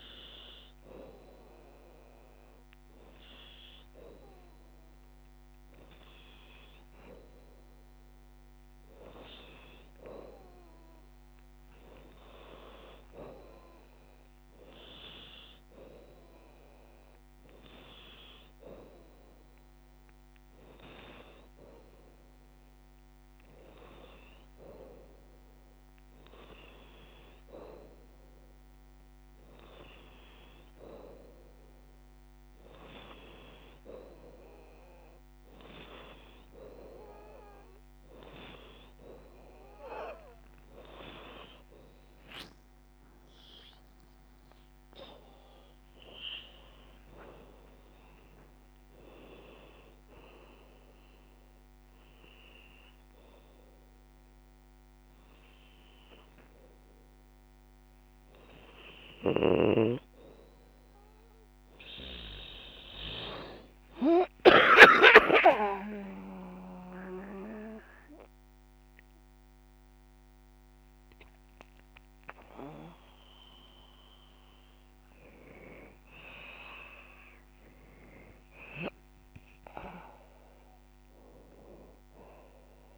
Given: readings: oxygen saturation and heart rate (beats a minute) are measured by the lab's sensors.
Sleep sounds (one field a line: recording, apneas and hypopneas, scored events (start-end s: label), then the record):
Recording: breathing in sleep by a microphone on the trachea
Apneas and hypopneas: none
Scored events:
18.50-35.50 s: drop in pulse transit time (device-marked, heart rate 91 before, 85 extreme)
43.00-45.00 s: long interval between heartbeats (device-marked, heart rate 89 before, 92 extreme)
43.50-48.00 s: arousal
67.50-72.00 s: arousal
69.50-82.97 s: drop in pulse transit time (device-marked, heart rate 89 before, 96 extreme)
75.50-82.97 s: oxygen desaturation (device-marked, oxygen 90% before, 87% lowest, heart rate 92 before, 84 extreme)
From the record:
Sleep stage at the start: N2 (light sleep)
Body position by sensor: on the back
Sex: female